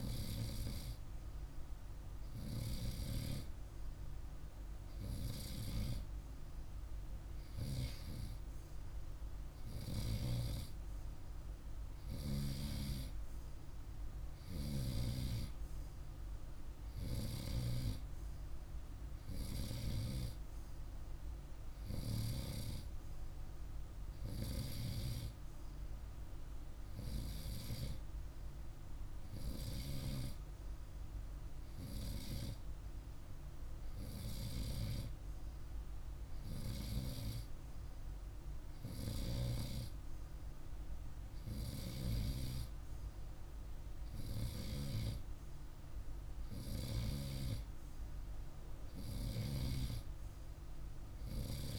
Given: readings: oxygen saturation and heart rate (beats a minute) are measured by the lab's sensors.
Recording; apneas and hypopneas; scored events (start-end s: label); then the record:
breathing in sleep by a room microphone; none
none scored
From the record:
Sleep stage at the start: N2 (light sleep); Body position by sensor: on the right side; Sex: male